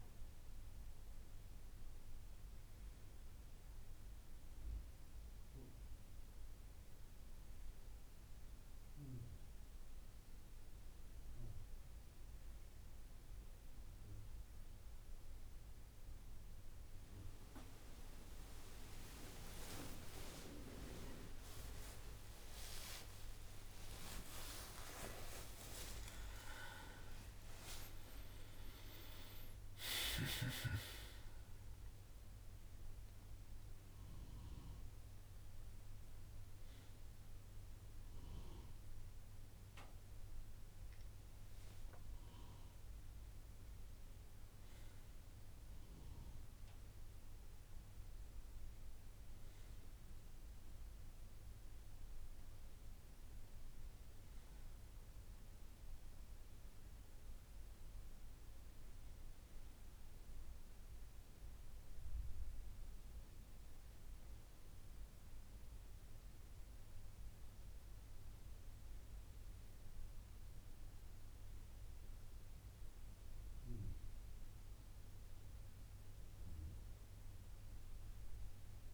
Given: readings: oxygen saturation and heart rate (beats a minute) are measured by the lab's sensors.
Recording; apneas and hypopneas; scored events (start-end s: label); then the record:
breathing in sleep by a room microphone; none
10.50-40.50 s: new sleep stage, N1 (lightest sleep)
19.50-26.00 s: arousal
40.50-78.94 s: new sleep stage, N2 (light sleep)
From the record:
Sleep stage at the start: N2 (light sleep); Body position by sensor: on the right side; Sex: male